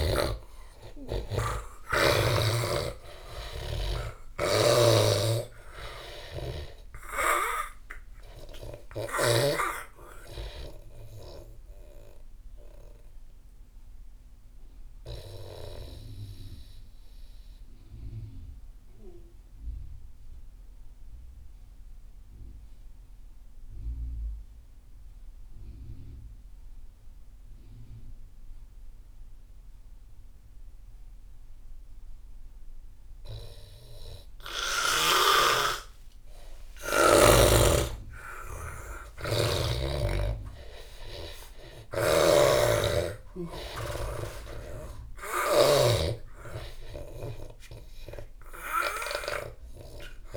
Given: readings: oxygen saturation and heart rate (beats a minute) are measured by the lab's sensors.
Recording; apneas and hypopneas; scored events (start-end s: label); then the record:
breathing in sleep by a room microphone; 1
0.00-3.00 s: arousal
0.00-22.50 s: oxygen desaturation (device-marked, oxygen 78% lowest)
1.50-9.50 s: snoring (device-marked)
12.50-35.50 s: obstructive apnea (oxygen 99% before, 78% lowest)
33.50-50.37 s: oxygen desaturation (device-marked, oxygen 99% before, 84% lowest)
36.50-42.00 s: arousal
37.50-50.37 s: snoring (device-marked)
From the record:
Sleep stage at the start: N2 (light sleep); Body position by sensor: on the back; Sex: male